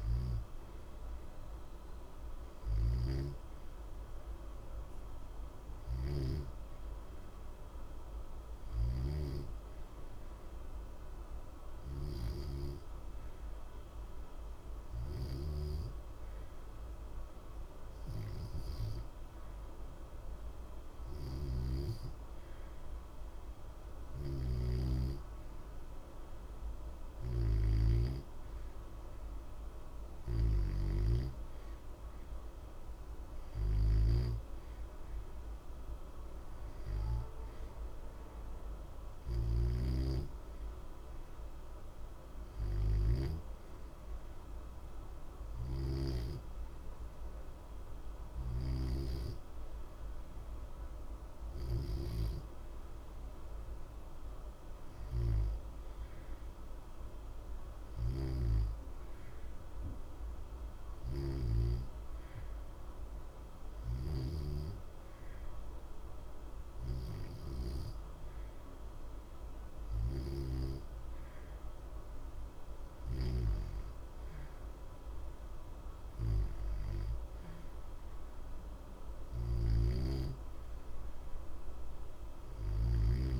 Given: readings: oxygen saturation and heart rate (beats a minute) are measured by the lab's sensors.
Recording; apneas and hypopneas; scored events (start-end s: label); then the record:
breathing in sleep by a room microphone; 2
0.00-2.50 s: snoring (device-marked)
8.50-22.50 s: hypopnea (oxygen 90% before, 88% lowest, heart rate 60 before, 60 extreme, up 0 after)
24.00-27.50 s: snoring (device-marked)
25.00-29.00 s: arousal
39.00-45.50 s: snoring (device-marked)
55.00-71.00 s: hypopnea (oxygen 91% before, 88% lowest, heart rate 60 before, 60 extreme, up 0 after)
73.00-76.50 s: arousal
79.00-83.40 s: snoring (device-marked)
From the record:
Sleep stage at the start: N2 (light sleep); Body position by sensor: on the back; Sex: male